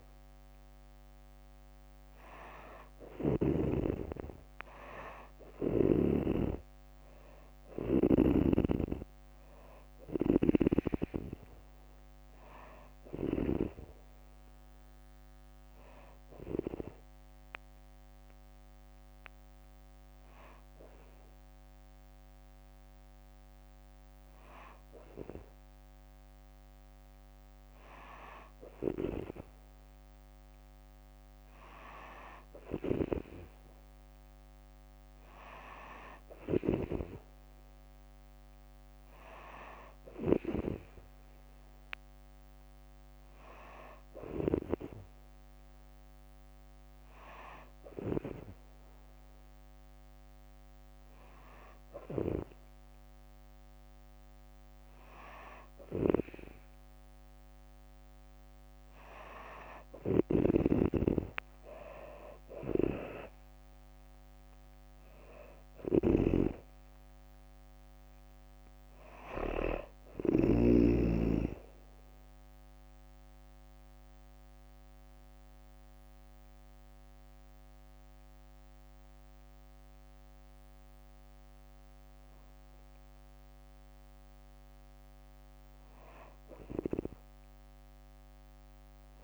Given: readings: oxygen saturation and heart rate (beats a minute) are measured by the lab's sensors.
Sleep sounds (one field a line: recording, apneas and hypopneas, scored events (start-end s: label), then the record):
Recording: breathing in sleep by a microphone on the trachea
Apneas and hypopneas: 2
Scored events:
0.00-3.00 s: snoring (device-marked)
3.00-20.00 s: drop in pulse transit time (device-marked, heart rate 66 before, 65 extreme)
4.00-7.50 s: arousal
15.50-26.50 s: hypopnea (oxygen 95% before, 93% lowest, heart rate 68 before, 64 extreme, up 3 after)
35.00-47.00 s: oxygen desaturation (device-marked, oxygen 96% before, 93% lowest, heart rate 66 before, 64 extreme)
35.50-38.50 s: arousal
36.00-44.00 s: snoring (device-marked)
55.00-60.00 s: snoring (device-marked)
60.00-63.00 s: arousal
62.00-70.00 s: snoring (device-marked)
62.00-81.00 s: drop in pulse transit time (device-marked, heart rate 67 before, 61 extreme)
71.50-84.00 s: hypopnea (oxygen 96% before, 93% lowest, heart rate 69 before, 61 extreme, up 3 after)
From the record:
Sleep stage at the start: N2 (light sleep)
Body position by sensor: on the back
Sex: female